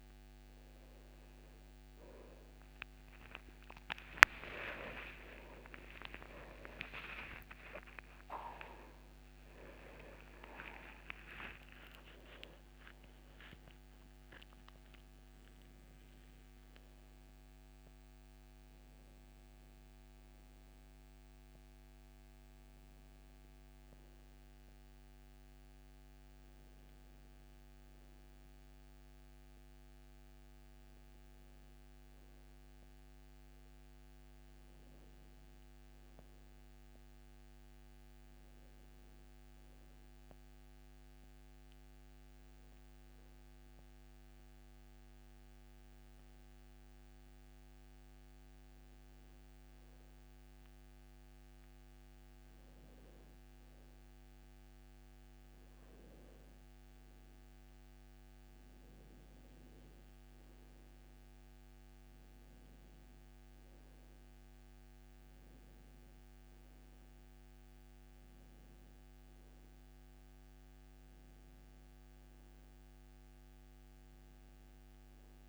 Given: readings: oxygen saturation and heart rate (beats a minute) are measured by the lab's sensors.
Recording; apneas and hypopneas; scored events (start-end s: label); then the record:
breathing in sleep by a microphone on the trachea; 1
0.50-16.50 s: oxygen desaturation (device-marked, oxygen 96% before, 92% lowest)
4.00-10.00 s: arousal
41.00-53.50 s: hypopnea (oxygen 100% before, 91% lowest, heart rate 42 before, 47 extreme, up 23 after)
54.50-75.49 s: oxygen desaturation (device-marked, oxygen 97% before, 91% lowest, heart rate 50 before, 64 extreme)
57.00-61.50 s: arousal
From the record:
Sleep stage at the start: N1 (lightest sleep); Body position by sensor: on the back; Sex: male